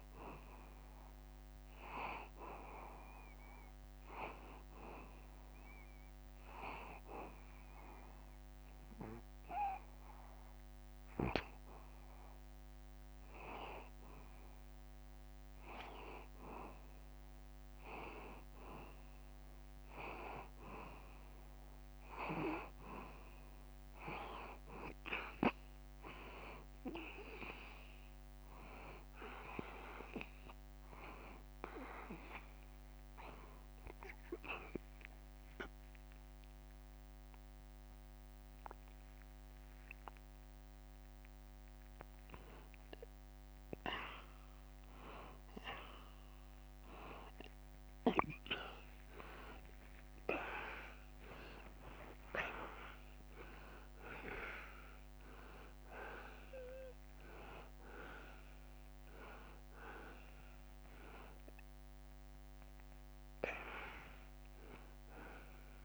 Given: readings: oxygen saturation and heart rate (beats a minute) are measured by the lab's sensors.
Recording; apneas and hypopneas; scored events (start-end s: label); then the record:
a person partly awake in a sleep study, by a microphone on the trachea; 1
5.50-15.50 s: hypopnea (oxygen 94% before, 91% lowest, heart rate 85 before, 81 extreme, up 0 after)
33.50-65.85 s: new sleep stage, awake
53.00-55.00 s: long interval between heartbeats (device-marked, heart rate 86 before, 87 extreme)
58.00-60.00 s: long interval between heartbeats (device-marked, heart rate 84 before, 68 extreme)
61.50-63.50 s: long interval between heartbeats (device-marked, heart rate 81 before, 70 extreme)
64.00-65.85 s: long interval between heartbeats (device-marked, heart rate 79 before, 70 extreme)
From the record:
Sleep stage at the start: N2 (light sleep); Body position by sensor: on the back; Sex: male